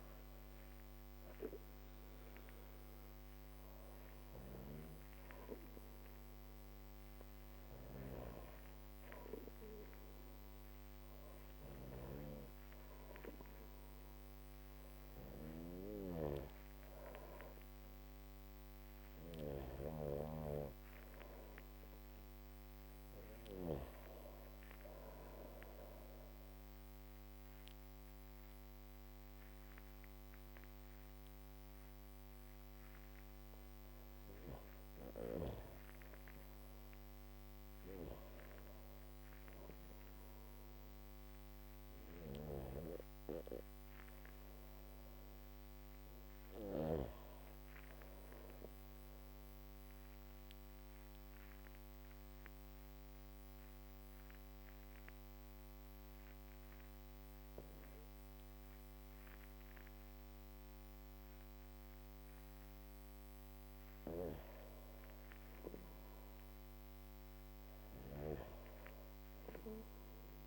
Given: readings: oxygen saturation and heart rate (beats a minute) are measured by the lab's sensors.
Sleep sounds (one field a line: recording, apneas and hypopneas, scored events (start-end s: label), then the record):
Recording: breathing in sleep by a microphone on the trachea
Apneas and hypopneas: 2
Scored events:
0.00-5.00 s: oxygen desaturation (device-marked, oxygen 89% lowest, heart rate 68 extreme)
15.00-18.50 s: snoring (device-marked)
23.50-34.00 s: obstructive apnea (oxygen 98% before, 96% lowest, heart rate 73 before, 66 extreme, up 1 after)
35.50-39.50 s: arousal
41.00-46.00 s: snoring (device-marked)
48.00-62.50 s: obstructive apnea (oxygen 98% before, 96% lowest, heart rate 70 before, 68 extreme, up 3 after)
67.00-70.47 s: new sleep stage, N2 (light sleep)
From the record:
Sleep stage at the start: REM sleep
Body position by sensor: on the back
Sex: female